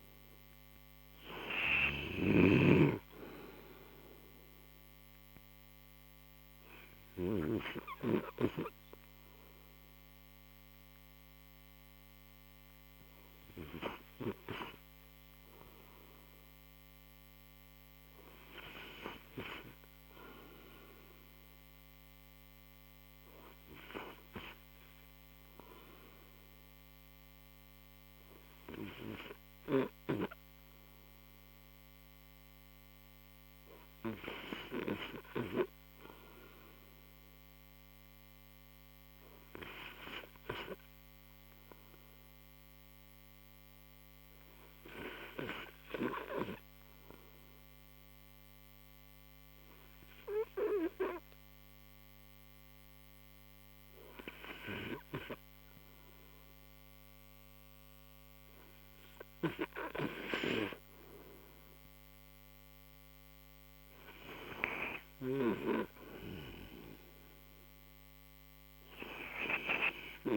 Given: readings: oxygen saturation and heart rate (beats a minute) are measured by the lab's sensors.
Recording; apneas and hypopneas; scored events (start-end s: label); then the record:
breathing in sleep by a microphone on the trachea; 1
0.00-8.50 s: oxygen desaturation (device-marked, oxygen 92% lowest, heart rate 50 extreme)
19.00-22.00 s: arousal
28.50-61.00 s: hypopnea (oxygen 96% before, 91% lowest, heart rate 64 before, 55 extreme, up 26 after)
62.50-65.50 s: arousal
From the record:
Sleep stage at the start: N2 (light sleep); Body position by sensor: on the right side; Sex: male